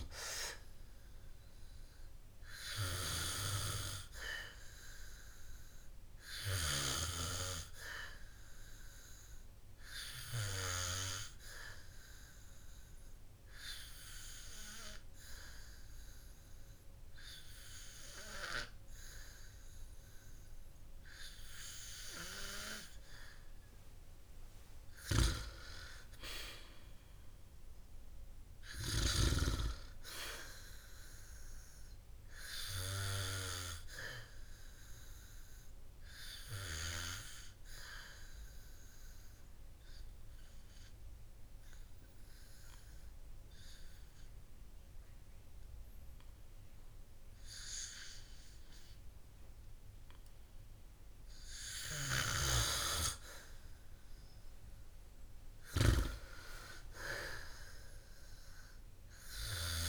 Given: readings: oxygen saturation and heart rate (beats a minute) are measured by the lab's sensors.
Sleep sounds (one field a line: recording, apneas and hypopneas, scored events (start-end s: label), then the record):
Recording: breathing in sleep by a room microphone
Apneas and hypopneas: 2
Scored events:
3.00-19.00 s: hypopnea (oxygen 98% before, 93% lowest, heart rate 58 before, 57 extreme, up 2 after)
22.00-24.50 s: arousal
28.00-48.00 s: oxygen desaturation (device-marked, oxygen 97% before, 93% lowest, heart rate 59 before, 52 extreme)
36.00-55.00 s: hypopnea (oxygen 97% before, 93% lowest, heart rate 60 before, 52 extreme, up 16 after)
56.00-59.50 s: arousal
From the record:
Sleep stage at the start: N2 (light sleep)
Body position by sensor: on the back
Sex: male